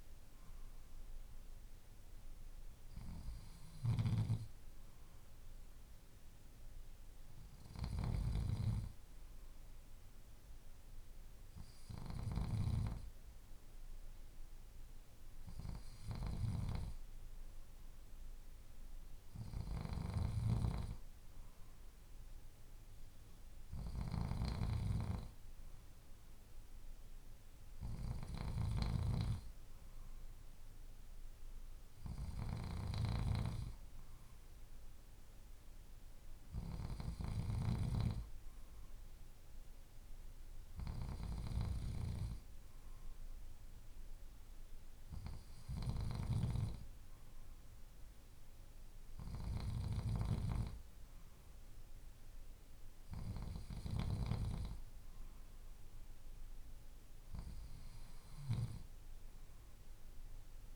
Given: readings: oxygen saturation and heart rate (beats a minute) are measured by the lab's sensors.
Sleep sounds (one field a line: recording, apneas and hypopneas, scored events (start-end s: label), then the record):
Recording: breathing in sleep by a room microphone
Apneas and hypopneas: none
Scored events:
none scored
From the record:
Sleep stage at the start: N2 (light sleep)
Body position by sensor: on the left side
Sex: male